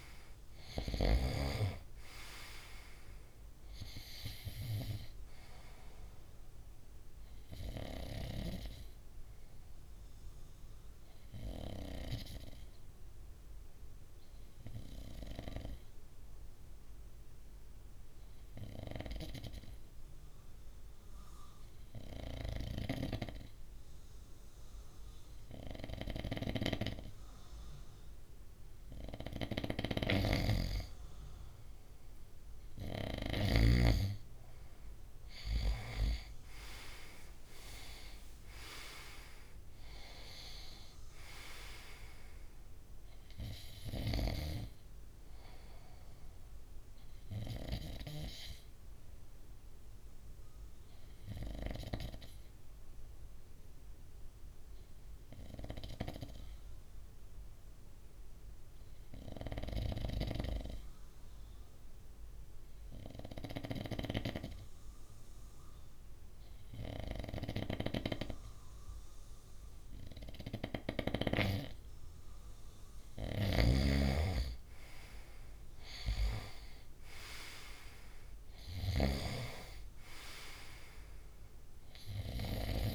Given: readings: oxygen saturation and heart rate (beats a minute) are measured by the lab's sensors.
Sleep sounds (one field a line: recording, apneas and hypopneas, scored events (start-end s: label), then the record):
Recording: breathing in sleep by a room microphone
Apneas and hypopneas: 2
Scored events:
0.00-14.50 s: oxygen desaturation (device-marked, oxygen 93% lowest, heart rate 61 extreme)
8.00-29.50 s: obstructive apnea (oxygen 98% before, 93% lowest, heart rate 66 before, 61 extreme, up 4 after)
33.00-37.50 s: arousal
48.50-70.50 s: obstructive apnea (oxygen 97% before, 94% lowest, heart rate 65 before, 59 extreme, up 2 after)
74.00-79.00 s: arousal
From the record:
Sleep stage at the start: N2 (light sleep)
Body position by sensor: on the right side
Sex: male